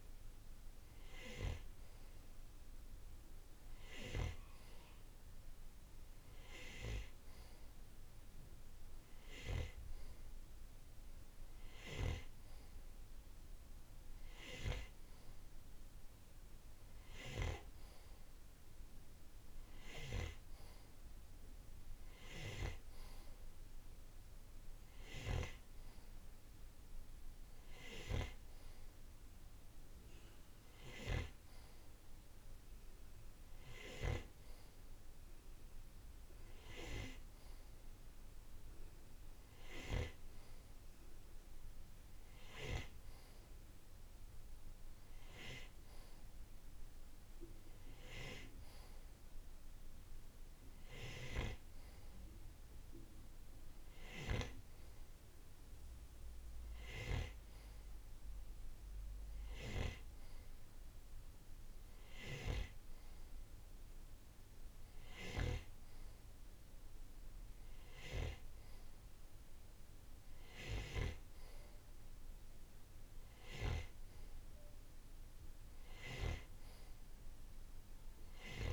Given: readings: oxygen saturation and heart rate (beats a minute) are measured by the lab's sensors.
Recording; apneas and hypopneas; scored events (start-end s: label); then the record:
breathing in sleep by a room microphone; none
none scored
From the record:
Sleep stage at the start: N2 (light sleep); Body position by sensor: on the right side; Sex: male